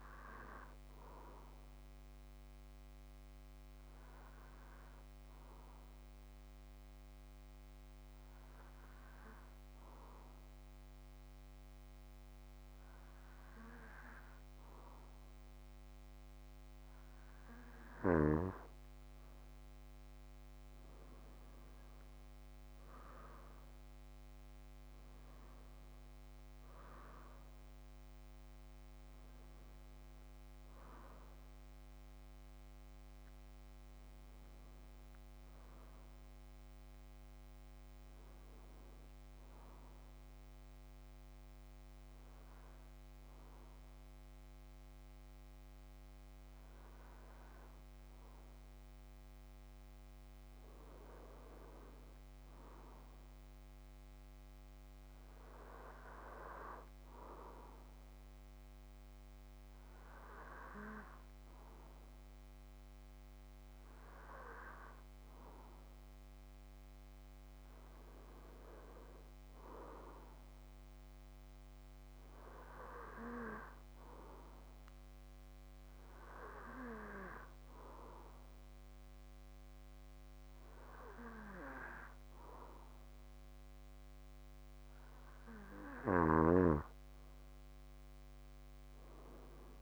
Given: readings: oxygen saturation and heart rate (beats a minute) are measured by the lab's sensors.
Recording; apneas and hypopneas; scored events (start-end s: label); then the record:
breathing in sleep by a microphone on the trachea; 1
4.50-18.00 s: hypopnea (oxygen 96% before, 92% lowest, heart rate 63 before, 54 extreme, up 7 after)
20.00-24.00 s: arousal
26.50-44.50 s: oxygen desaturation (device-marked, oxygen 96% before, 92% lowest, heart rate 57 before, 54 extreme)
From the record:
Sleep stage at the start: N2 (light sleep); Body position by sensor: on the back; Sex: male